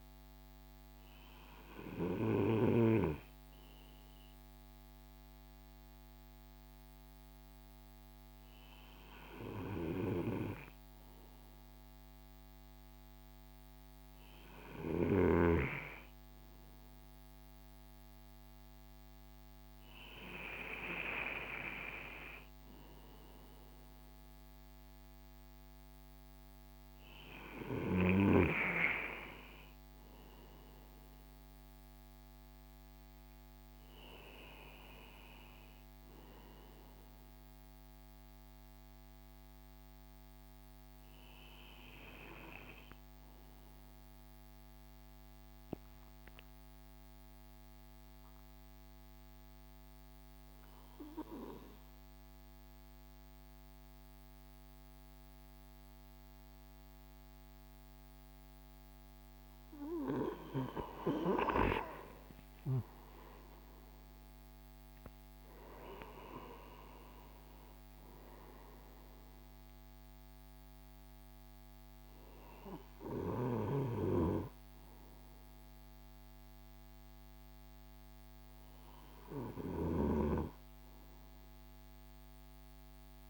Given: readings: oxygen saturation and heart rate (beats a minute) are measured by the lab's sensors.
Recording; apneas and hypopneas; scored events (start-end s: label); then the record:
breathing in sleep by a microphone on the trachea; 1
33.00-37.50 s: arousal
41.50-59.00 s: mixed apnea (oxygen 95% before, 93% lowest)
60.50-64.50 s: arousal
From the record:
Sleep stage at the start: N2 (light sleep); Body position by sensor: on the right side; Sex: male